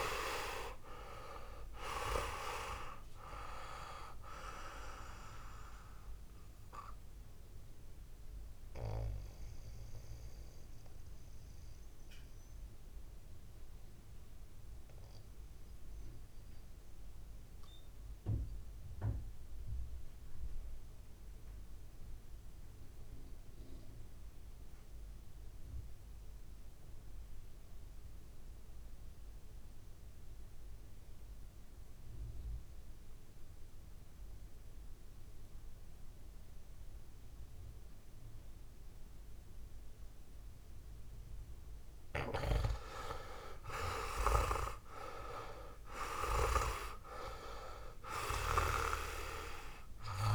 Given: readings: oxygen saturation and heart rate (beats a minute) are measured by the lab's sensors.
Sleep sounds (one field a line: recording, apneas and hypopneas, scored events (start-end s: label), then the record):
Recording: breathing in sleep by a room microphone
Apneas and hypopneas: 1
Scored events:
0.00-1.50 s: arousal
0.00-26.00 s: oxygen desaturation (device-marked, oxygen 87% lowest, heart rate 53 extreme)
6.00-41.50 s: mixed apnea (oxygen 98% before, 85% lowest, heart rate 64 before, 53 extreme, up 4 after)
38.00-50.35 s: oxygen desaturation (device-marked, oxygen 100% before, 85% lowest, heart rate 61 before, 53 extreme)
44.00-47.00 s: arousal
From the record:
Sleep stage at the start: REM sleep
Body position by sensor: on the right side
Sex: male